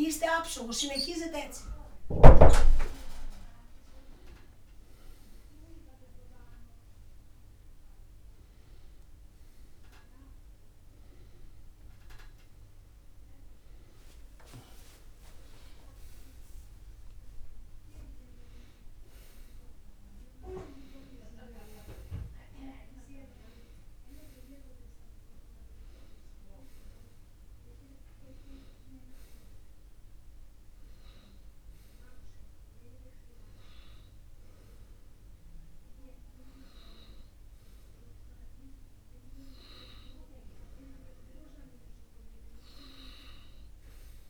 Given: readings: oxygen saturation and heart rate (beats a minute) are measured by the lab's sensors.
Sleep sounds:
a person awake in a sleep study, by a room microphone; none
none scored
From the record:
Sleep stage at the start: awake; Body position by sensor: on the right side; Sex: male

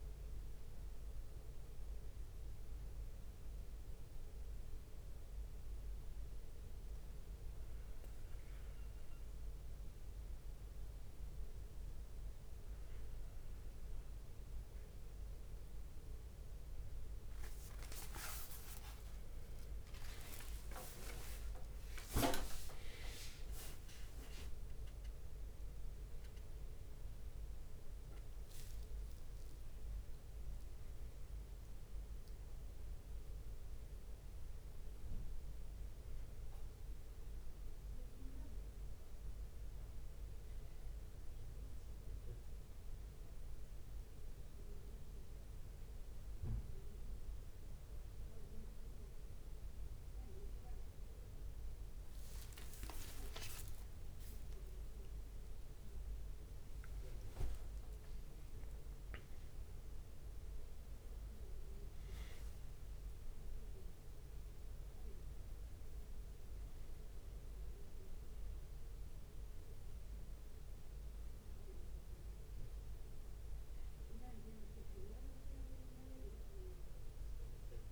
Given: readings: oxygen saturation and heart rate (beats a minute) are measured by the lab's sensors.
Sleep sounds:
a person awake in a sleep study, by a room microphone; none
0.00-4.50 s: leg movement (device-marked)
0.00-40.00 s: bradycardia (device-marked)
4.50-6.50 s: long interval between heartbeats (device-marked)
5.00-14.50 s: leg movement (device-marked)
13.00-73.00 s: new sleep stage, awake
16.00-18.00 s: long interval between heartbeats (device-marked)
20.00-28.00 s: leg movement (device-marked)
30.00-32.00 s: leg movement (device-marked)
49.00-59.00 s: leg movement (device-marked)
51.00-77.92 s: bradycardia (device-marked)
57.00-59.00 s: long interval between heartbeats (device-marked)
60.50-69.00 s: leg movement (device-marked)
61.00-62.00 s: drop in pulse transit time (device-marked)
70.00-77.00 s: leg movement (device-marked)
73.00-77.92 s: new sleep stage, N1 (lightest sleep)
From the record:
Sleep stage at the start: N1 (lightest sleep); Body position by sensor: on the back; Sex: male

